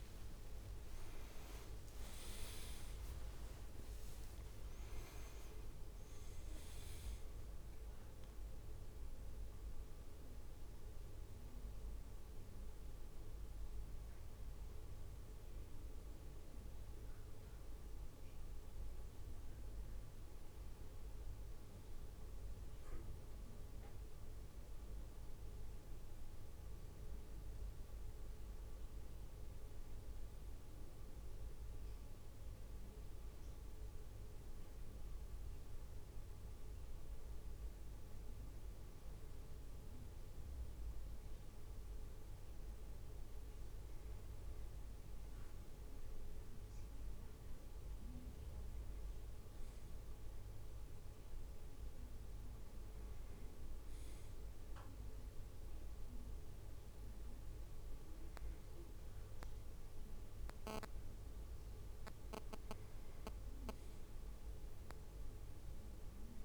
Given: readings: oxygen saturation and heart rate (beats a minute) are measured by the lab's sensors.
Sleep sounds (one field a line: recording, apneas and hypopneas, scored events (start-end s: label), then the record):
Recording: a person partly awake in a sleep study, hard to hear, by a room microphone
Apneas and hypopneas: none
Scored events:
0.00-10.50 s: drop in pulse transit time (device-marked, heart rate 69 extreme)
24.50-54.50 s: new sleep stage, N1 (lightest sleep)
54.50-66.45 s: new sleep stage, N2 (light sleep)
From the record:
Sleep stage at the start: awake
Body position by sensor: on the back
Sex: male